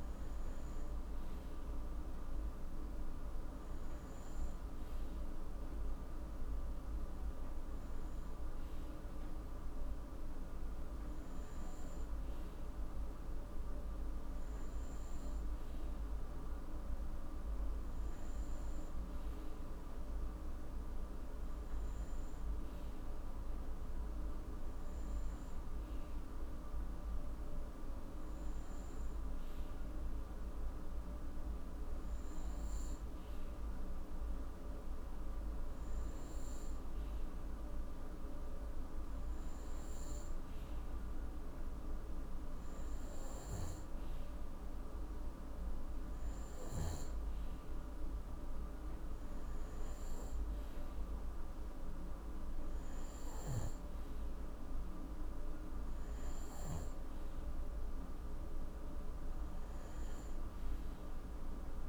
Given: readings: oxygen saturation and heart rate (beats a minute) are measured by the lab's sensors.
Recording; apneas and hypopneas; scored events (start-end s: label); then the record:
breathing in sleep, hard to hear, by a room microphone; none
none scored
From the record:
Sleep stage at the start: N2 (light sleep); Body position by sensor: on the right side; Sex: male